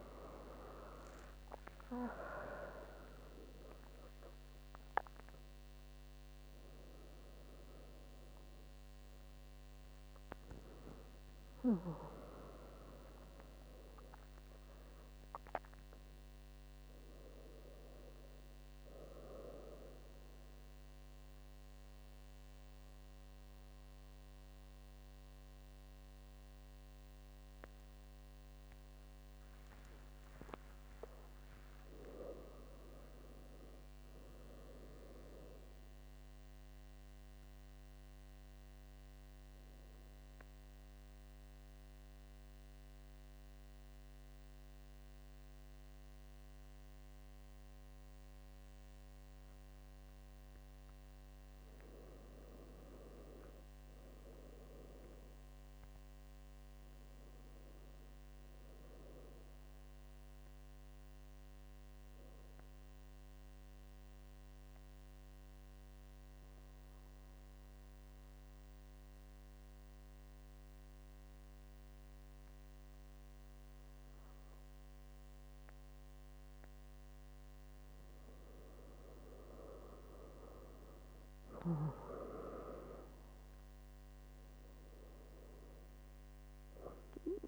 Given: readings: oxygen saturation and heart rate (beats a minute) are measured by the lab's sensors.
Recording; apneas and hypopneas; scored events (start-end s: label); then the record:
a person partly awake in a sleep study, by a microphone on the trachea; 2
35.50-87.48 s: new sleep stage, N1 (lightest sleep)
41.50-52.00 s: central apnea (oxygen 100% before, 94% lowest, heart rate 82 before, 68 extreme, up 6 after)
53.50-57.00 s: arousal
62.50-78.50 s: obstructive apnea (oxygen 100% before, 94% lowest, heart rate 72 before, 68 extreme, up 6 after)
82.50-87.48 s: oxygen desaturation (device-marked, oxygen 98% before, 94% lowest, heart rate 69 before, 68 extreme)
From the record:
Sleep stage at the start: awake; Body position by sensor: on the back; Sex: female